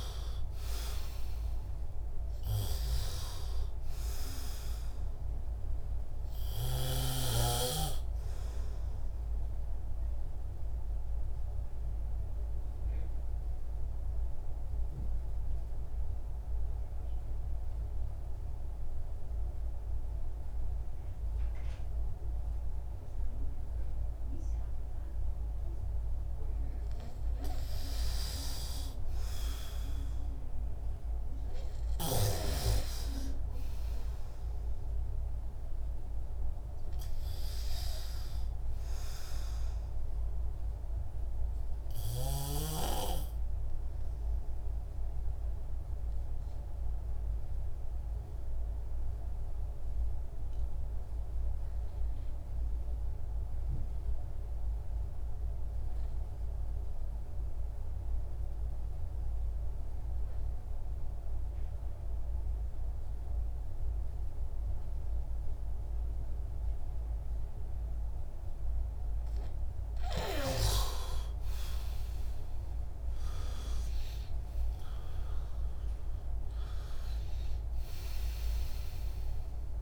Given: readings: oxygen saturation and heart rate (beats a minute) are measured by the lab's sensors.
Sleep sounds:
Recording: breathing in sleep by a room microphone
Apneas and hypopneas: 2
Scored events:
0.00-22.00 s: oxygen desaturation (device-marked, oxygen 90% lowest, heart rate 62 extreme)
10.00-27.00 s: obstructive apnea (oxygen 100% before, 90% lowest, heart rate 65 before, 61 extreme, up 3 after)
28.50-32.00 s: arousal
45.00-69.50 s: obstructive apnea (oxygen 99% before, 89% lowest, heart rate 65 before, 58 extreme, up 23 after)
70.00-79.82 s: oxygen desaturation (device-marked, oxygen 97% before, 89% lowest, heart rate 62 before, 58 extreme)
71.50-76.00 s: arousal
From the record:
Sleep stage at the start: N2 (light sleep)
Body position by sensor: on the back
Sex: male

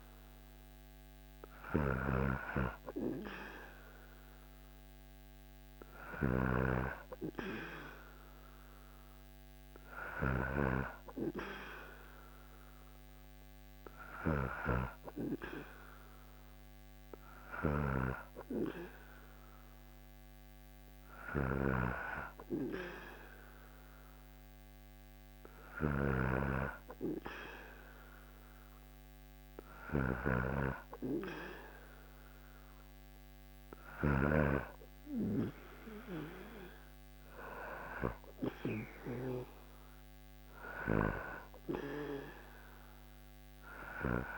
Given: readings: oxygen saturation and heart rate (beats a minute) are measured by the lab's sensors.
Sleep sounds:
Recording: breathing in sleep by a microphone on the trachea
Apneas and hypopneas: none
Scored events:
1.00-10.00 s: snoring (device-marked)
17.00-34.00 s: snoring (device-marked)
From the record:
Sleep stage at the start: N2 (light sleep)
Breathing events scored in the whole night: 488 in 6.6 hours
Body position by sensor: on the back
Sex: male

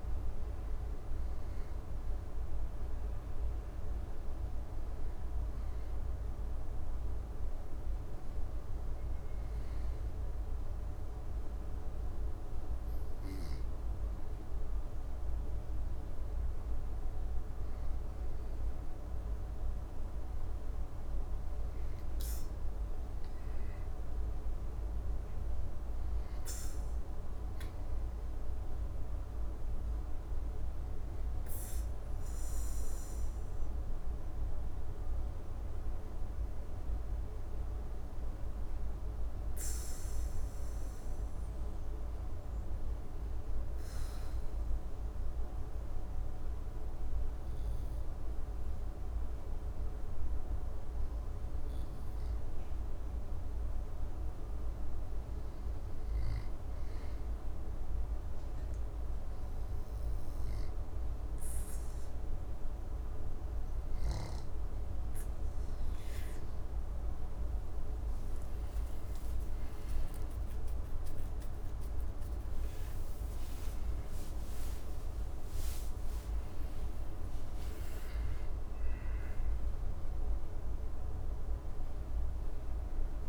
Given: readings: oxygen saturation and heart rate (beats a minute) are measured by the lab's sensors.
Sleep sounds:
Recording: breathing in sleep, hard to hear, by a room microphone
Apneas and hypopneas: 1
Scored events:
29.00-35.00 s: arousal
45.50-67.50 s: hypopnea (oxygen 97% before, 94% lowest, heart rate 70 before, 68 extreme, up 19 after)
58.50-69.50 s: oxygen desaturation (device-marked, oxygen 97% before, 94% lowest, heart rate 68 before, 71 extreme)
72.00-77.00 s: arousal
From the record:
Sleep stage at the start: N2 (light sleep)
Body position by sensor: on the back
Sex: male

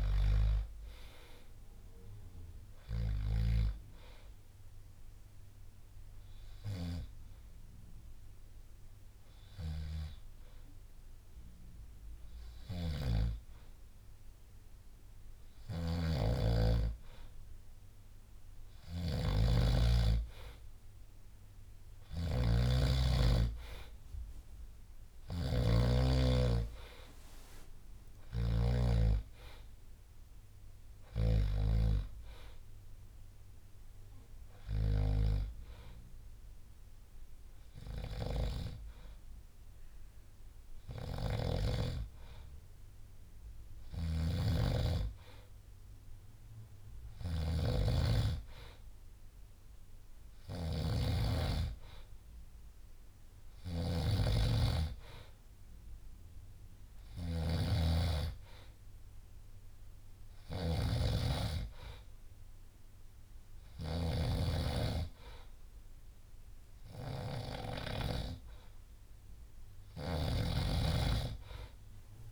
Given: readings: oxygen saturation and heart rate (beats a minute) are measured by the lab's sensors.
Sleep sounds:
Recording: breathing in sleep by a room microphone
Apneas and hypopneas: 1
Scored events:
4.00-14.00 s: hypopnea (oxygen 97% before, 94% lowest, heart rate 64 before, 63 extreme, up 5 after)
15.50-28.50 s: snoring (device-marked)
20.00-24.00 s: arousal
43.50-72.32 s: snoring (device-marked)
From the record:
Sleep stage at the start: N2 (light sleep)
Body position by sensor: on the back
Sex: male

